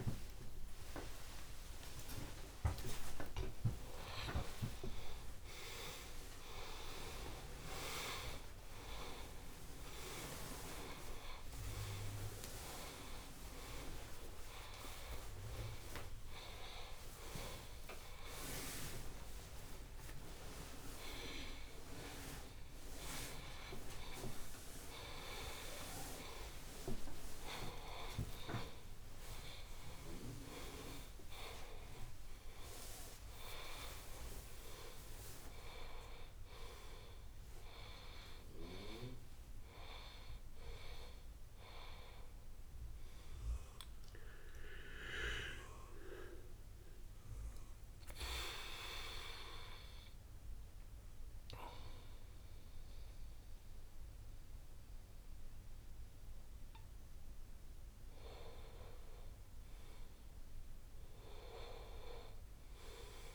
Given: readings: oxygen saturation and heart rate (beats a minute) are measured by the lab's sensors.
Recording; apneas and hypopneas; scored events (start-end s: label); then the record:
a person awake in a sleep study, by a room microphone; none
0.00-2.50 s: oxygen desaturation (device-marked, oxygen 92% lowest, heart rate 94 extreme)
10.00-12.00 s: long interval between heartbeats (device-marked, heart rate 102 before, 107 extreme)
15.50-21.50 s: oxygen desaturation (device-marked, oxygen 96% before, 89% lowest, heart rate 101 before, 91 extreme)
18.50-20.50 s: long interval between heartbeats (device-marked, heart rate 101 before, 104 extreme)
32.50-41.50 s: oxygen desaturation (device-marked, oxygen 96% before, 92% lowest, heart rate 99 before, 86 extreme)
35.00-37.00 s: long interval between heartbeats (device-marked, heart rate 98 before, 105 extreme)
59.50-63.35 s: new sleep stage, N2 (light sleep)
From the record:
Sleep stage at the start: awake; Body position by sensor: on the back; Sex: male